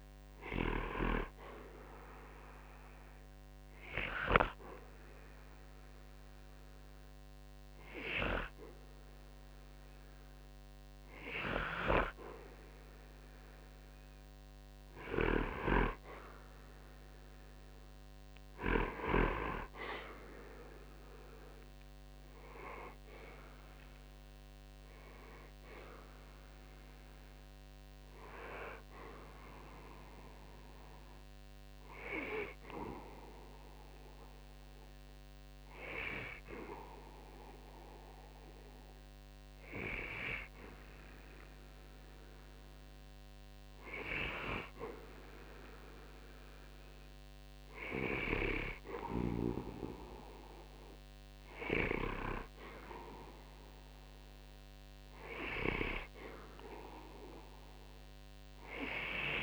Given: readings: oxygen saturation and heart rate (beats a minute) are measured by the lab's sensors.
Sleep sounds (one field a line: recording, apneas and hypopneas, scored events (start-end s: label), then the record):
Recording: breathing in sleep by a microphone on the trachea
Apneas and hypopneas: 1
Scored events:
2.50-15.00 s: hypopnea (oxygen 96% before, 91% lowest, heart rate 65 before, 60 extreme, up 36 after)
17.50-20.00 s: arousal
19.00-39.00 s: oxygen desaturation (device-marked, oxygen 95% before, 91% lowest, heart rate 63 before, 60 extreme)
54.00-59.43 s: oxygen desaturation (device-marked, oxygen 95% before, 92% lowest, heart rate 68 before, 60 extreme)
From the record:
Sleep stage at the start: N2 (light sleep)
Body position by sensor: on the back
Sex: male